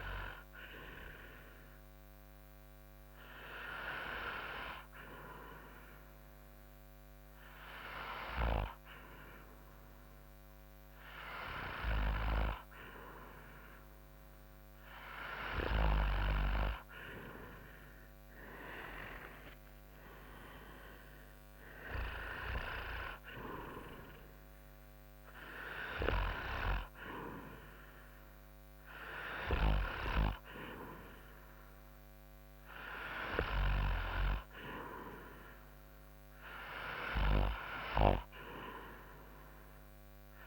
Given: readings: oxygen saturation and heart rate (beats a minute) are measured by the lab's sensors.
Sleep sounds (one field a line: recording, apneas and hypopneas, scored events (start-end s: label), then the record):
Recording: breathing in sleep by a microphone on the trachea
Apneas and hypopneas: none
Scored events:
20.00-23.00 s: arousal
From the record:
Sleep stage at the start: N2 (light sleep)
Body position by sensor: on the front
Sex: male